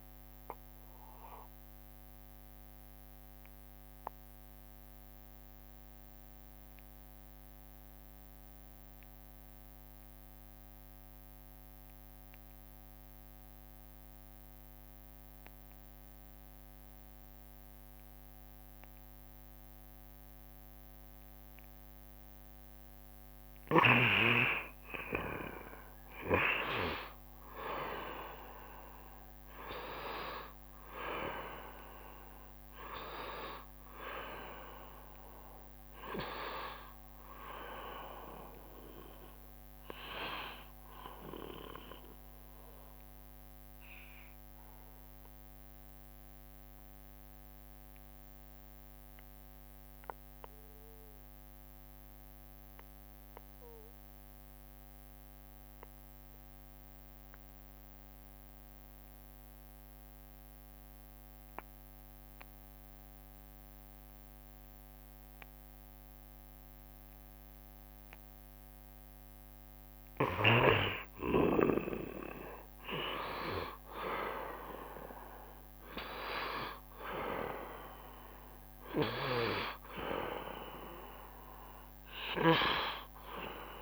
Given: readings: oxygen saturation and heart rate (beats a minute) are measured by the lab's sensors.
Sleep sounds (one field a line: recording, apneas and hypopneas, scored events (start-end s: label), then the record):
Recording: breathing in sleep by a microphone on the trachea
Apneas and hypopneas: 2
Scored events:
0.00-12.00 s: oxygen desaturation (device-marked, oxygen 88% lowest, heart rate 68 extreme)
1.00-23.00 s: obstructive apnea (oxygen 93% before, 82% lowest, heart rate 70 before, 67 extreme, up 3 after)
17.00-56.00 s: oxygen desaturation (device-marked, oxygen 91% before, 82% lowest, heart rate 69 before, 66 extreme)
26.00-32.00 s: arousal
41.50-70.00 s: obstructive apnea (oxygen 91% before, 82% lowest, heart rate 71 before, 66 extreme, up 12 after)
62.00-83.82 s: oxygen desaturation (device-marked, oxygen 95% before, 83% lowest, heart rate 67 before, 67 extreme)
67.00-69.00 s: long interval between heartbeats (device-marked, heart rate 67 before, 79 extreme)
72.00-76.00 s: arousal
From the record:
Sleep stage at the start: N2 (light sleep)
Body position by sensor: on the right side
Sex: male